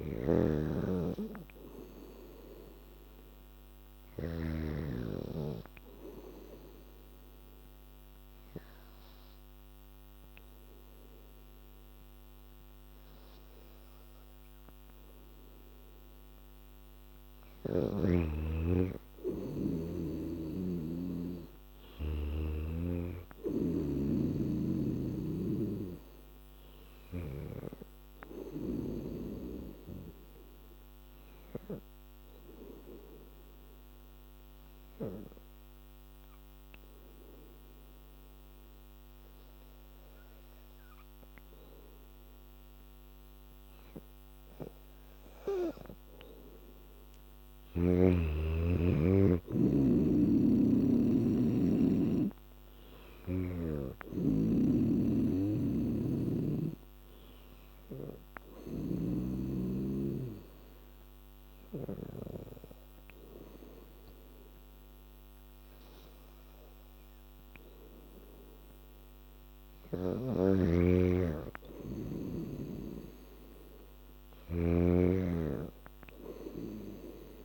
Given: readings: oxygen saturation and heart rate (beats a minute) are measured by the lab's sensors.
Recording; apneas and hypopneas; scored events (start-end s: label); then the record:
breathing in sleep by a microphone on the trachea; 3
0.00-4.50 s: snoring (device-marked)
0.50-3.50 s: arousal
5.50-18.00 s: obstructive apnea (oxygen 98% before, 91% lowest, heart rate 83 before, 81 extreme, up 2 after)
21.50-24.50 s: arousal
22.00-35.00 s: oxygen desaturation (device-marked, oxygen 96% before, 93% lowest, heart rate 83 before, 80 extreme)
25.00-29.00 s: snoring (device-marked)
33.00-45.50 s: obstructive apnea (oxygen 97% before, 91% lowest, heart rate 82 before, 80 extreme, up 2 after)
43.00-64.00 s: oxygen desaturation (device-marked, oxygen 98% before, 91% lowest, heart rate 82 before, 79 extreme)
48.50-52.00 s: arousal
50.00-53.50 s: snoring (device-marked)
55.50-59.00 s: snoring (device-marked)
58.00-70.00 s: hypopnea (oxygen 98% before, 91% lowest, heart rate 82 before, 79 extreme, up 4 after)
59.00-77.45 s: new sleep stage, N2 (light sleep)
70.00-77.45 s: snoring (device-marked)
72.50-75.50 s: arousal
From the record:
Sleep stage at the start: N3 (deep sleep); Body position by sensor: on the back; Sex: female